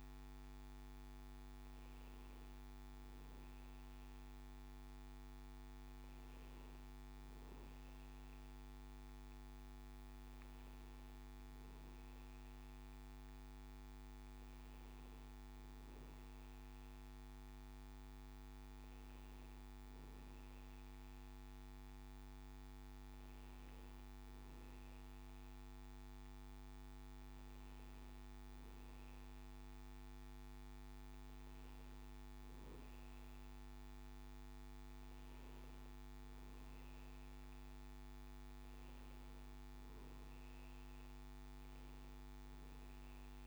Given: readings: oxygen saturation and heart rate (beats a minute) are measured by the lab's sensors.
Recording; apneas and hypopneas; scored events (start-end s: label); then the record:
breathing in sleep, hard to hear, by a microphone on the trachea; none
none scored
From the record:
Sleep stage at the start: N1 (lightest sleep); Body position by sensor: on the back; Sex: male